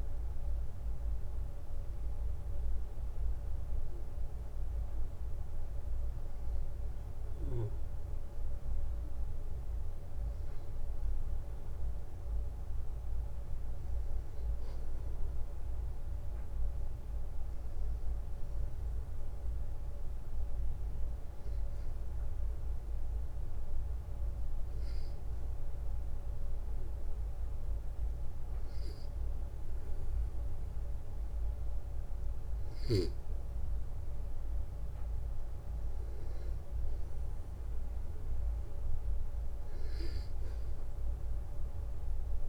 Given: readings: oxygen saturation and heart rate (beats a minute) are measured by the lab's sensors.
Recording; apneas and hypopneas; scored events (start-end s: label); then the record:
breathing in sleep, hard to hear, by a room microphone; 1
0.00-7.00 s: oxygen desaturation (device-marked, oxygen 91% lowest, heart rate 58 extreme)
16.00-42.49 s: new sleep stage, N2 (light sleep)
22.00-35.50 s: hypopnea (oxygen 99% before, 94% lowest, heart rate 60 before, 57 extreme, up 5 after)
38.50-42.00 s: arousal
From the record:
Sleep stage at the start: N1 (lightest sleep); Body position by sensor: on the back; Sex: male